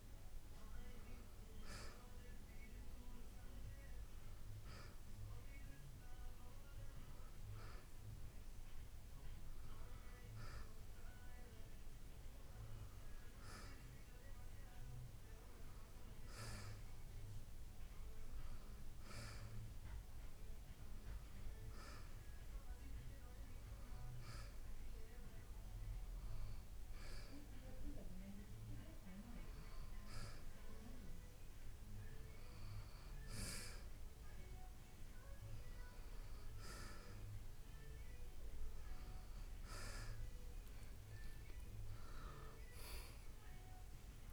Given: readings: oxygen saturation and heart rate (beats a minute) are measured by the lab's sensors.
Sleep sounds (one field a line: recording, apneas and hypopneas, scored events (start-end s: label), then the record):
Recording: breathing in sleep by a room microphone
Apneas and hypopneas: none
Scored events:
41.00-44.33 s: arousal
From the record:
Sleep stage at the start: N1 (lightest sleep)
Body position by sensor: on the right side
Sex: male